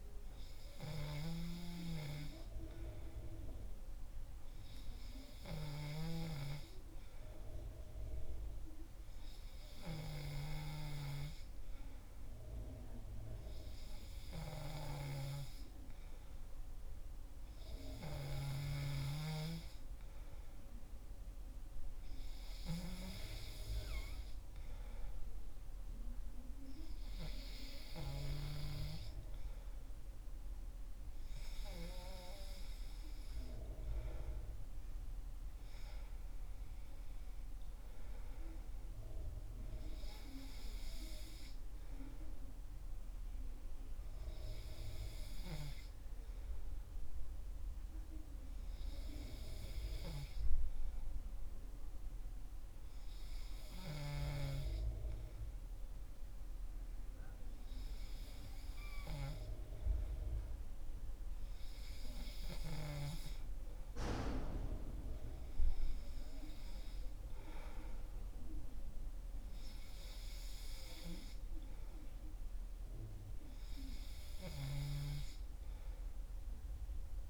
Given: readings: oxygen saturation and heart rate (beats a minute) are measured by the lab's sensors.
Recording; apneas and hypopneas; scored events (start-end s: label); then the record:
breathing in sleep by a room microphone; none
none scored
From the record:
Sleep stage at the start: N2 (light sleep); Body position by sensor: on the back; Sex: male